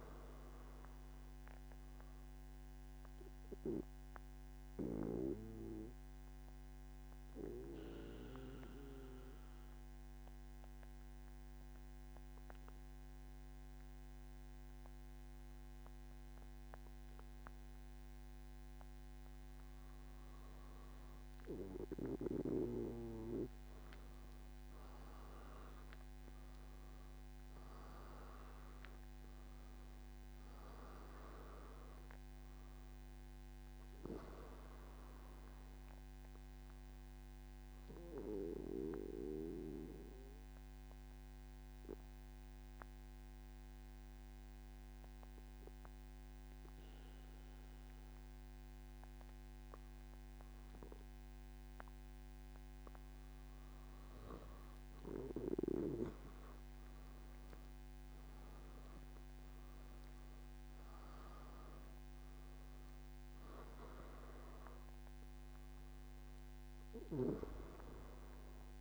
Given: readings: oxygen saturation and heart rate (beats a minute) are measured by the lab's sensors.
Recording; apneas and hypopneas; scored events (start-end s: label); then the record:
breathing in sleep by a microphone on the trachea; 2
3.00-21.00 s: obstructive apnea (oxygen 96% before, 93% lowest, heart rate 118 before, 108 extreme, up 12 after)
38.00-54.00 s: obstructive apnea (oxygen 97% before, 94% lowest, heart rate 123 before, 113 extreme, up 12 after)
From the record:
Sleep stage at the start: N3 (deep sleep); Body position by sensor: on the back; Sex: male